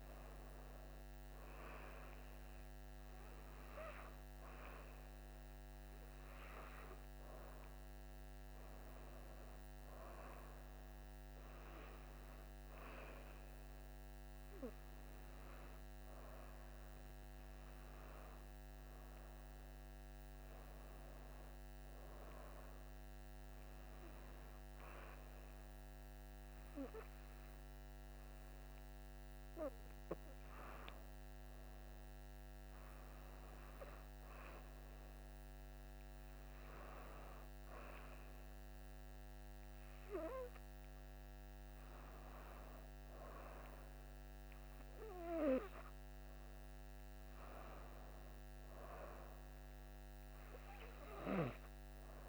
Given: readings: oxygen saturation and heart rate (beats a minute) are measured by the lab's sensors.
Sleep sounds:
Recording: breathing in sleep by a microphone on the trachea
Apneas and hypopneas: 1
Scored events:
0.00-11.50 s: oxygen desaturation (device-marked, oxygen 92% lowest, heart rate 61 extreme)
18.00-22.50 s: arousal
24.00-37.50 s: hypopnea (oxygen 94% before, 89% lowest, heart rate 63 before, 60 extreme, up 6 after)
40.00-43.50 s: arousal
From the record:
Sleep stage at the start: N2 (light sleep)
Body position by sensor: on the back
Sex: female

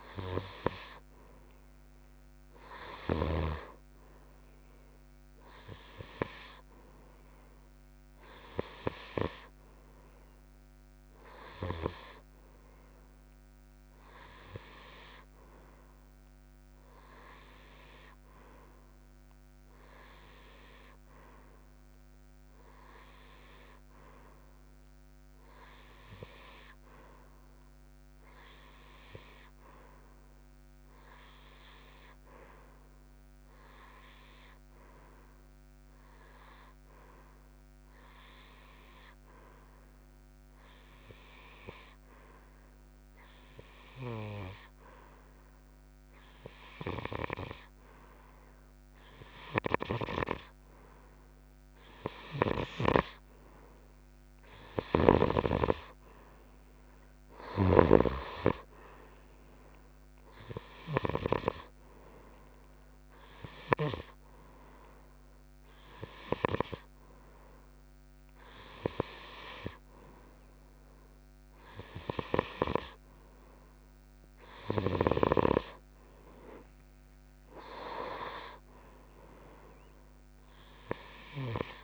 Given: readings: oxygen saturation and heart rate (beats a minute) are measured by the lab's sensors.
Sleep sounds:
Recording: breathing in sleep by a microphone on the trachea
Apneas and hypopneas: 1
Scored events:
0.00-3.00 s: oxygen desaturation (device-marked, oxygen 94% lowest, heart rate 37 extreme)
16.00-81.84 s: new sleep stage, REM sleep
18.00-49.50 s: hypopnea (oxygen 97% before, 90% lowest)
53.00-58.00 s: arousal
From the record:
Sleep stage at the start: N2 (light sleep)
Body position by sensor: on the right side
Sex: male

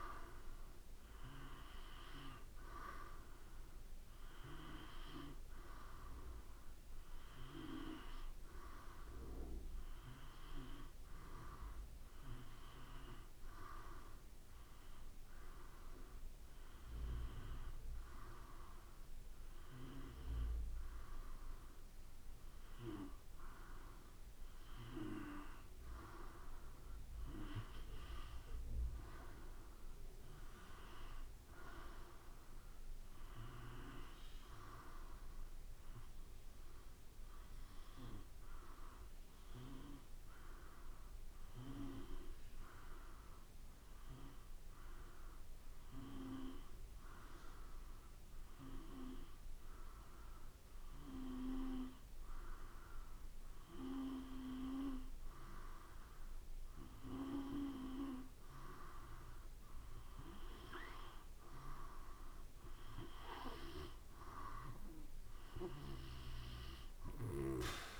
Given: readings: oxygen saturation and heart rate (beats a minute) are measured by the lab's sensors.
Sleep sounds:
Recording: breathing in sleep by a room microphone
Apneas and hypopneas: 2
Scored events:
0.00-12.50 s: oxygen desaturation (device-marked, oxygen 90% lowest, heart rate 54 extreme)
12.00-23.50 s: hypopnea (oxygen 96% before, 91% lowest, heart rate 56 before, 53 extreme, up 3 after)
28.00-31.50 s: arousal
37.00-53.00 s: hypopnea (oxygen 94% before, 91% lowest, heart rate 55 before, 53 extreme, up 3 after)
55.50-59.50 s: arousal
59.50-67.99 s: oxygen desaturation (device-marked, oxygen 95% before, 91% lowest, heart rate 54 before, 54 extreme)
From the record:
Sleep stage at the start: N2 (light sleep)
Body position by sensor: on the back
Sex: male

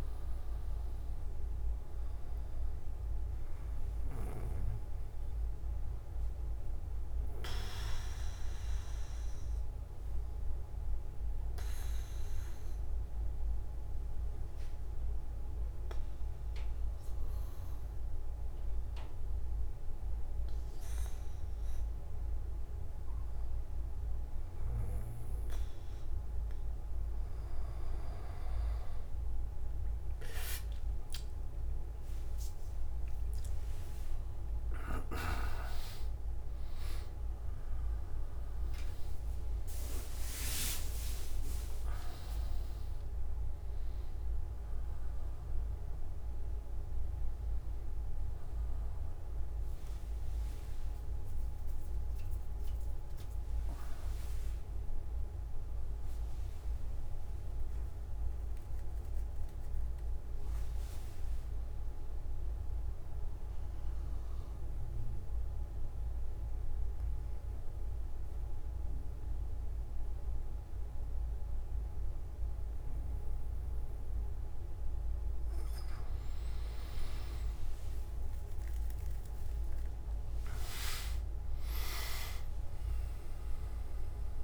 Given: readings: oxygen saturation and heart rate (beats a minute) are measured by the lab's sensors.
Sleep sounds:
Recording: breathing in sleep by a room microphone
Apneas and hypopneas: 2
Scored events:
0.00-15.50 s: oxygen desaturation (device-marked, oxygen 95% lowest)
7.00-24.00 s: obstructive apnea (oxygen 99% before, 94% lowest)
9.50-84.44 s: new sleep stage, N2 (light sleep)
31.50-59.50 s: oxygen desaturation (device-marked, oxygen 98% before, 94% lowest)
63.00-75.50 s: obstructive apnea (oxygen 99% before, 93% lowest)
79.50-84.44 s: oxygen desaturation (device-marked, oxygen 99% before, 93% lowest)
From the record:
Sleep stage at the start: N1 (lightest sleep)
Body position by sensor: on the back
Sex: male

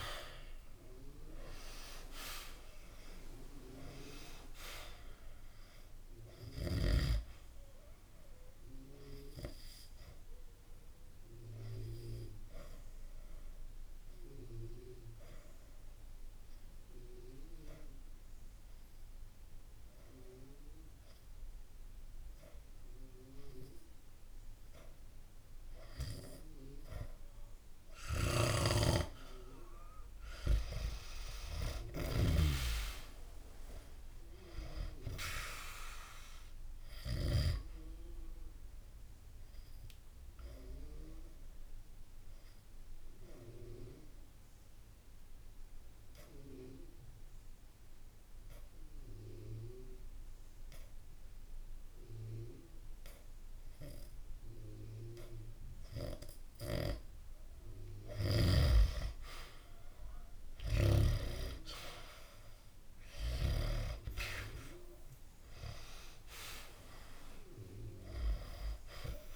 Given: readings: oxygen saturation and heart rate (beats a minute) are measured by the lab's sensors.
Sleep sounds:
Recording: breathing in sleep by a room microphone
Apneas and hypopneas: 2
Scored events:
0.00-2.00 s: arousal
5.50-20.50 s: oxygen desaturation (device-marked, oxygen 97% before, 90% lowest, heart rate 67 before, 65 extreme)
6.50-28.00 s: obstructive apnea (oxygen 98% before, 90% lowest, heart rate 67 before, 65 extreme, up 0 after)
28.00-32.00 s: snoring (device-marked)
29.50-33.50 s: arousal
34.50-61.50 s: oxygen desaturation (device-marked, oxygen 97% before, 91% lowest, heart rate 67 before, 64 extreme)
37.50-57.00 s: obstructive apnea (oxygen 97% before, 89% lowest, heart rate 67 before, 64 extreme)
60.00-64.50 s: arousal
From the record:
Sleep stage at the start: N2 (light sleep)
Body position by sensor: on the back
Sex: male

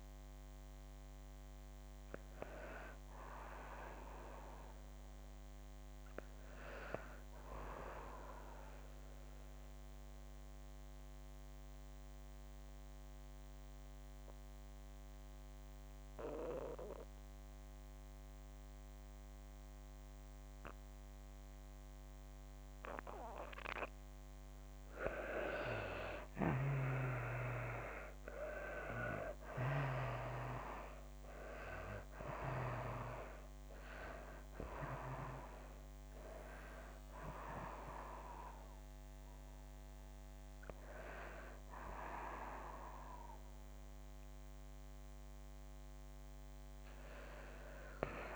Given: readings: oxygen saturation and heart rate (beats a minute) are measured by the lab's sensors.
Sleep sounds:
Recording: breathing in sleep by a microphone on the trachea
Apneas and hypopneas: 1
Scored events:
0.00-7.00 s: oxygen desaturation (device-marked, oxygen 78% lowest)
5.50-24.00 s: mixed apnea (oxygen 92% before, 81% lowest)
24.00-48.36 s: oxygen desaturation (device-marked, oxygen 98% before, 81% lowest)
26.00-28.50 s: arousal
From the record:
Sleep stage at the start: N2 (light sleep)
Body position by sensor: on the back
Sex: female

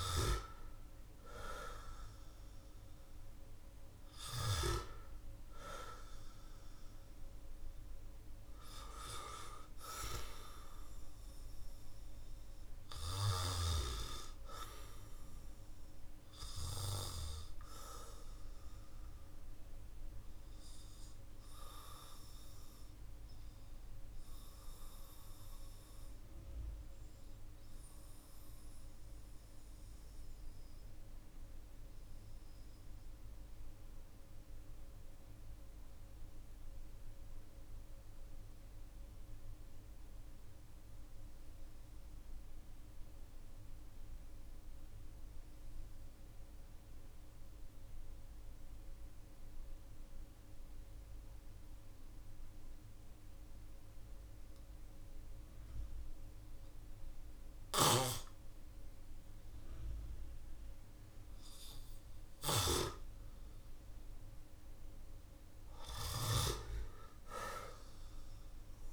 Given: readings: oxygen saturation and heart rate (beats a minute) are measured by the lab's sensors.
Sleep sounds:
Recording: breathing in sleep by a room microphone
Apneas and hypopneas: 1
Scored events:
0.00-4.00 s: snoring (device-marked)
9.50-68.93 s: new sleep stage, REM sleep
17.50-63.00 s: obstructive apnea (oxygen 98% before, 92% lowest, heart rate 51 before, 43 extreme, up 12 after)
62.50-68.93 s: oxygen desaturation (device-marked, oxygen 99% before, 92% lowest, heart rate 55 before, 43 extreme)
64.00-67.00 s: arousal
From the record:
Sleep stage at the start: N2 (light sleep)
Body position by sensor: on the back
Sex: male

